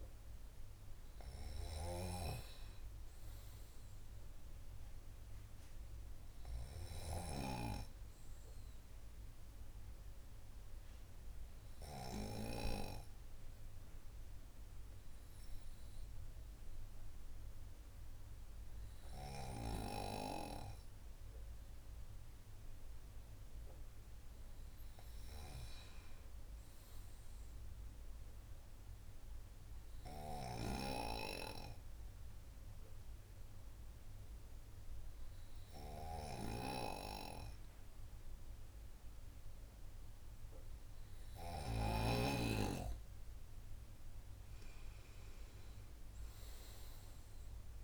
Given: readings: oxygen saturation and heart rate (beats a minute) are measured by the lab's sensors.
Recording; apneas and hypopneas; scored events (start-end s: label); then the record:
breathing in sleep by a room microphone; 1
25.00-27.50 s: arousal
30.00-42.50 s: hypopnea (oxygen 97% before, 95% lowest, heart rate 66 before, 74 extreme, up 52 after)
43.50-46.50 s: arousal
From the record:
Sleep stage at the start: N2 (light sleep); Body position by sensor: on the right side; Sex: male